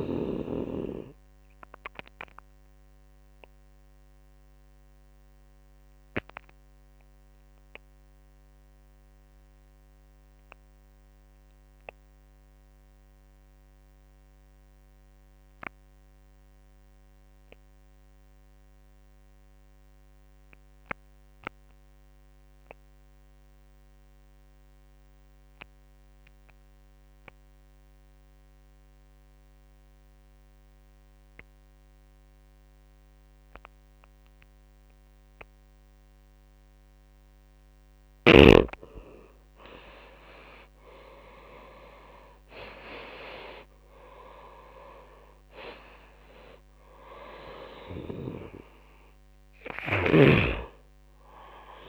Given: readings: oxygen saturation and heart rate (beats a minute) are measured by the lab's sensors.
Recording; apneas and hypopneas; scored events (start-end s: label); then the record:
breathing in sleep by a microphone on the trachea; 1
0.00-17.00 s: oxygen desaturation (device-marked, oxygen 88% lowest)
0.50-35.00 s: obstructive apnea (oxygen 99% before, 85% lowest)
28.00-51.89 s: oxygen desaturation (device-marked, oxygen 99% before, 85% lowest)
47.00-51.89 s: snoring (device-marked)
From the record:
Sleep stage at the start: N2 (light sleep); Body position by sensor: on the right side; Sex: male